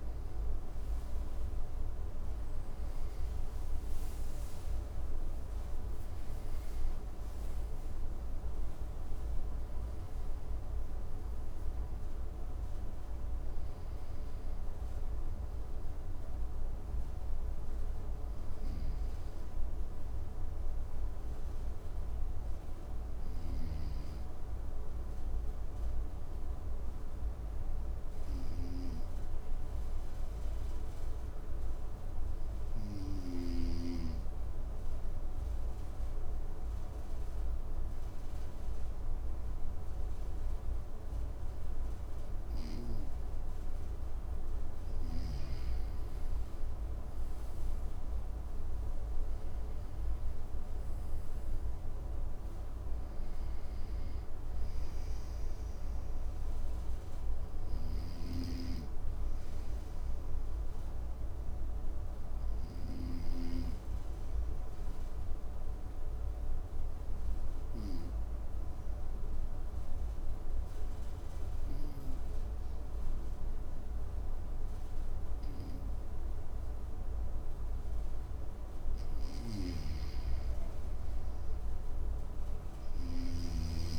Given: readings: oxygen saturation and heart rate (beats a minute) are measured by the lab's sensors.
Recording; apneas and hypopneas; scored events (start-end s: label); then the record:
breathing in sleep by a room microphone; 2
0.00-2.50 s: arousal
0.50-17.50 s: oxygen desaturation (device-marked, oxygen 98% before, 93% lowest, heart rate 56 before, 57 extreme)
22.50-33.00 s: snoring (device-marked)
22.50-42.00 s: obstructive apnea (oxygen 98% before, 92% lowest, heart rate 64 before, 56 extreme, up 7 after)
40.50-69.50 s: oxygen desaturation (device-marked, oxygen 98% before, 92% lowest, heart rate 57 before, 56 extreme)
44.50-48.50 s: arousal
56.50-78.00 s: obstructive apnea (oxygen 98% before, 92% lowest, heart rate 62 before, 56 extreme, up 7 after)
57.00-62.50 s: snoring (device-marked)
78.50-82.50 s: snoring (device-marked)
80.00-83.99 s: arousal
From the record:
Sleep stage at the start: N2 (light sleep); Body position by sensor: on the right side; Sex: male